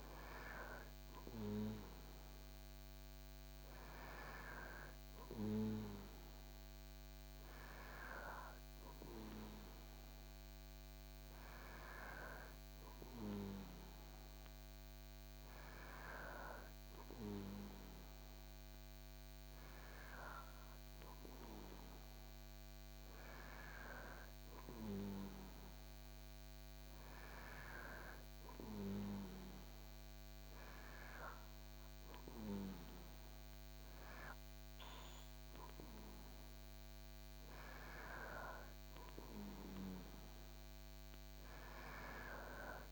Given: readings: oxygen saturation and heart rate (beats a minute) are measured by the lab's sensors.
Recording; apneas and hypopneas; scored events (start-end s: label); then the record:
breathing in sleep by a microphone on the trachea; none
none scored
From the record:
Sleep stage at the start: N2 (light sleep); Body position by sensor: on the back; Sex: male